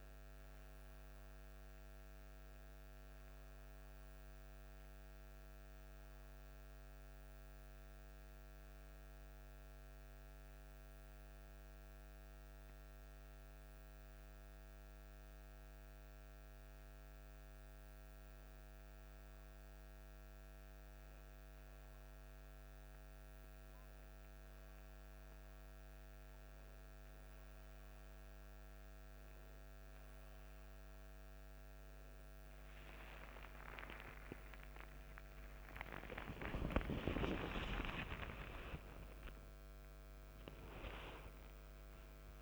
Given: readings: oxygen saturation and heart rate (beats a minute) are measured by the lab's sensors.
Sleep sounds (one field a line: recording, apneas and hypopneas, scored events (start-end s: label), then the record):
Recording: breathing in sleep by a microphone on the trachea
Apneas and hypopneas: 1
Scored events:
4.00-19.50 s: hypopnea (oxygen 94% before, 91% lowest, heart rate 61 before, 43 extreme, up 8 after)
42.00-42.42 s: new sleep stage, awake
From the record:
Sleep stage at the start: N2 (light sleep)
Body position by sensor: on the back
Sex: male